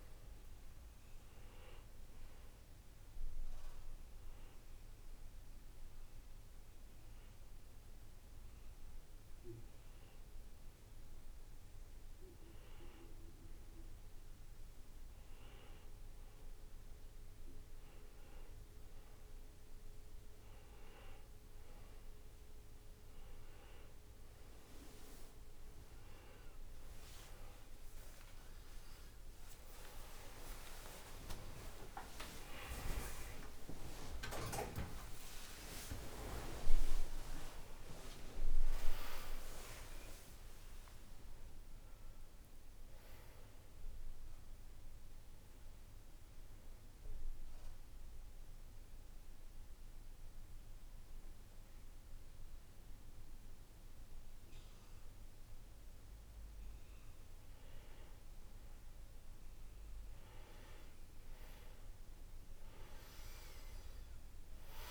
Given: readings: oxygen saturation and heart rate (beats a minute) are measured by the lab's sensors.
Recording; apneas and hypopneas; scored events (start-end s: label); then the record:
breathing in sleep by a room microphone; 2
0.00-10.50 s: oxygen desaturation (device-marked, oxygen 92% lowest, heart rate 60 extreme)
4.00-15.00 s: obstructive apnea (oxygen 98% before, 90% lowest, heart rate 57 before, 60 extreme, up 4 after)
29.00-36.00 s: arousal
46.50-57.50 s: mixed apnea (oxygen 97% before, 90% lowest, heart rate 81 before, 54 extreme, up 8 after)
From the record:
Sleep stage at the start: N1 (lightest sleep); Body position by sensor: on the right side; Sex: male